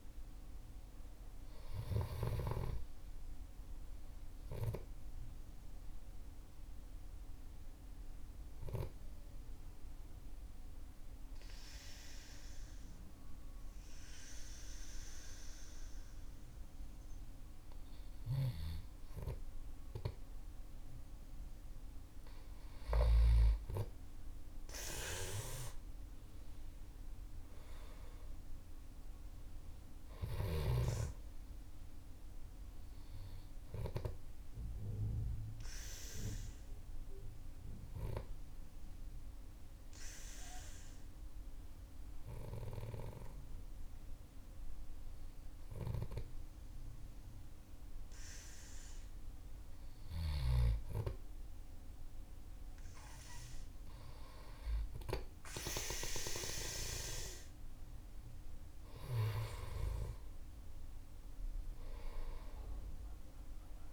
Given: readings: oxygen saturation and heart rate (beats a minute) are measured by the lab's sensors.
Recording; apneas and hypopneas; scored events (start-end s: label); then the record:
breathing in sleep by a room microphone; 2
6.00-20.00 s: obstructive apnea (oxygen 97% before, 95% lowest, heart rate 56 before, 47 extreme, up 11 after)
19.00-27.00 s: oxygen desaturation (device-marked, oxygen 98% before, 95% lowest, heart rate 52 before, 47 extreme)
24.00-29.00 s: arousal
35.00-49.00 s: obstructive apnea (oxygen 98% before, 95% lowest, heart rate 55 before, 48 extreme, up 10 after)
56.50-61.50 s: arousal
From the record:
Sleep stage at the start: N2 (light sleep); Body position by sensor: on the back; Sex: male